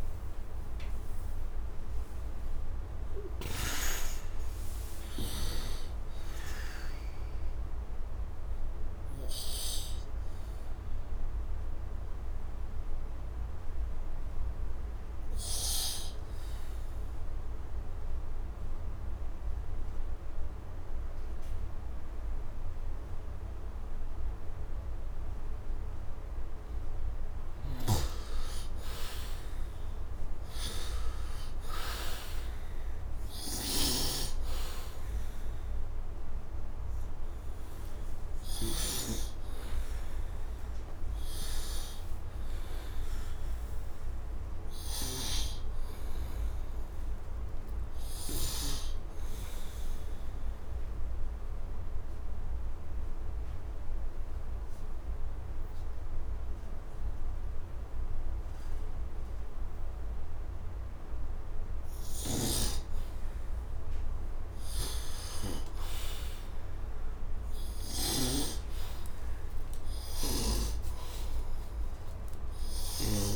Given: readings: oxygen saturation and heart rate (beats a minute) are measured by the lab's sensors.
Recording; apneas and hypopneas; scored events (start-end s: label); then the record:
breathing in sleep by a room microphone; 2
0.00-1.00 s: oxygen desaturation (device-marked, oxygen 73% lowest)
0.00-3.50 s: arousal
6.00-9.00 s: bradycardia (device-marked)
6.00-26.00 s: obstructive apnea (oxygen 100% before, 83% lowest, heart rate 77 before, 65 extreme, up 10 after)
22.00-45.00 s: oxygen desaturation (device-marked, oxygen 99% before, 83% lowest, heart rate 78 before, 75 extreme)
27.00-38.50 s: snoring (device-marked)
28.50-32.00 s: arousal
41.00-73.36 s: new sleep stage, REM sleep
52.00-64.50 s: mixed apnea (oxygen 99% before, 88% lowest, heart rate 79 before, 75 extreme, up 16 after)
61.50-68.00 s: snoring (device-marked)
67.00-73.36 s: arousal
67.00-73.36 s: oxygen desaturation (device-marked, oxygen 97% before, 90% lowest, heart rate 78 before, 75 extreme)
From the record:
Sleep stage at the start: N2 (light sleep); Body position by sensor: on the right side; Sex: male